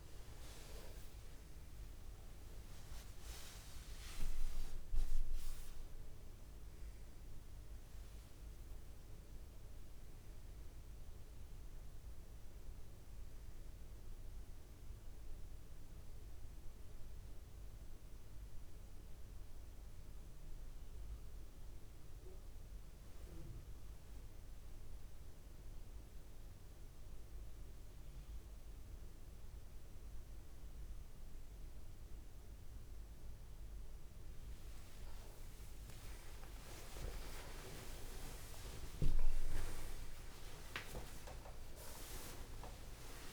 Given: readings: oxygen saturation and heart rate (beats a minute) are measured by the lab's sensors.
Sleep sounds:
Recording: a person partly awake in a sleep study, by a room microphone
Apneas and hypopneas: 1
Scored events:
8.50-13.00 s: arousal
17.00-27.50 s: hypopnea (oxygen 97% before, 94% lowest)
31.50-43.33 s: new sleep stage, awake
From the record:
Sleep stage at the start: N1 (lightest sleep)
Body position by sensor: on the back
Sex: male

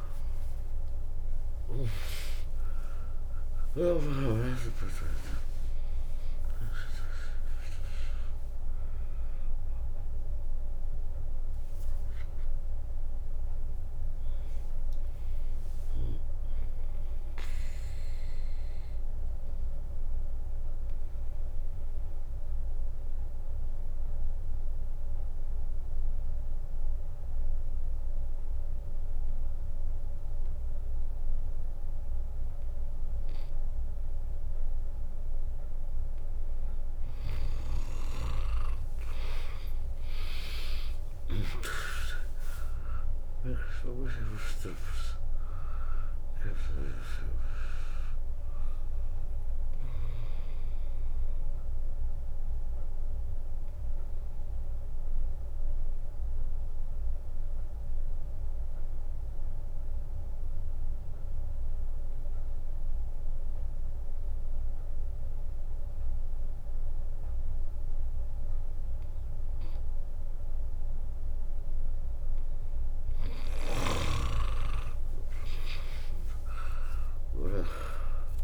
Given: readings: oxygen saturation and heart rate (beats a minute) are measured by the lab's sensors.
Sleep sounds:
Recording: breathing in sleep by a room microphone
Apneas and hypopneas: 2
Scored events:
0.00-1.00 s: arousal
4.00-17.00 s: drop in pulse transit time (device-marked, heart rate 63 before, 78 extreme)
5.00-28.00 s: oxygen desaturation (device-marked, oxygen 98% before, 95% lowest, heart rate 63 before, 55 extreme)
17.00-35.50 s: obstructive apnea (oxygen 98% before, 95% lowest, heart rate 79 before, 55 extreme, up 7 after)
32.00-38.00 s: bradycardia (device-marked, heart rate 75 before, 55 extreme)
39.00-43.00 s: arousal
43.00-57.00 s: drop in pulse transit time (device-marked, heart rate 68 before, 65 extreme)
44.00-67.00 s: oxygen desaturation (device-marked, oxygen 100% before, 95% lowest, heart rate 68 before, 57 extreme)
47.50-73.00 s: obstructive apnea (oxygen 100% before, 95% lowest, heart rate 66 before, 57 extreme, up 14 after)
59.00-64.00 s: bradycardia (device-marked, heart rate 73 before, 57 extreme)
69.00-74.00 s: bradycardia (device-marked, heart rate 72 before, 58 extreme)
76.00-78.44 s: arousal
From the record:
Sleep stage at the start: N2 (light sleep)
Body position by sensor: on the right side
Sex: female

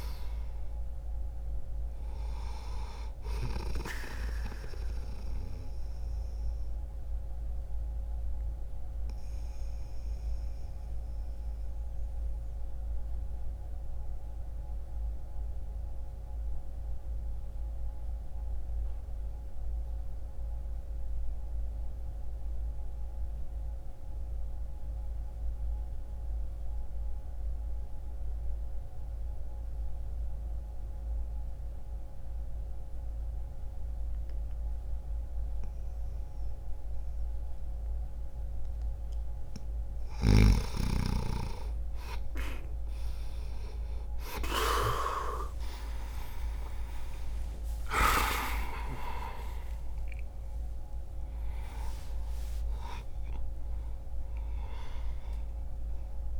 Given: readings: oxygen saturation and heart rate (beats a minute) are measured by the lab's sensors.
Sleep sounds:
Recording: breathing in sleep by a room microphone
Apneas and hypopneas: 1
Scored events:
0.00-28.50 s: oxygen desaturation (device-marked, oxygen 84% lowest, heart rate 60 extreme)
6.00-38.50 s: obstructive apnea (oxygen 98% before, 84% lowest, heart rate 61 before, 60 extreme, up 1 after)
40.50-56.40 s: new sleep stage, N1 (lightest sleep)
41.50-56.40 s: oxygen desaturation (device-marked, oxygen 97% before, 89% lowest, heart rate 60 before, 60 extreme)
45.50-51.00 s: arousal
From the record:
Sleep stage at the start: N2 (light sleep)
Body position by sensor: on the right side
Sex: male

